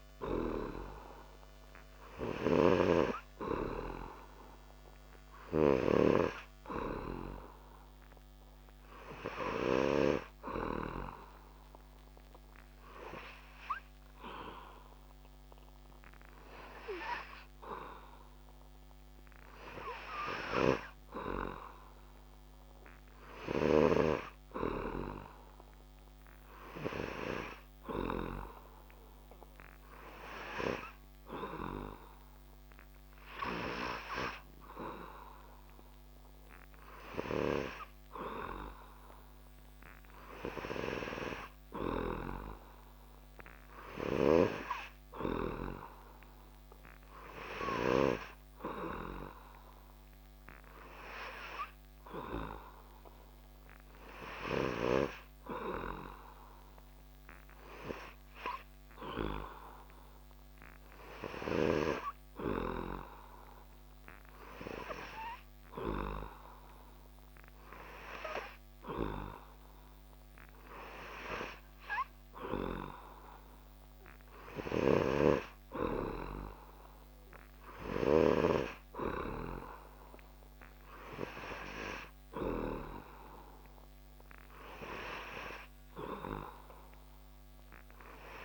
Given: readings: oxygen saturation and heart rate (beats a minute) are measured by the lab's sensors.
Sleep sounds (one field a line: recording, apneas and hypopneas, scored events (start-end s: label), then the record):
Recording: breathing in sleep by a microphone on the trachea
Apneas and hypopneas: none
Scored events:
none scored
From the record:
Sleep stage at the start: N3 (deep sleep)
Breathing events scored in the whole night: 128 in 3.2 hours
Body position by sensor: on the back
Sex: male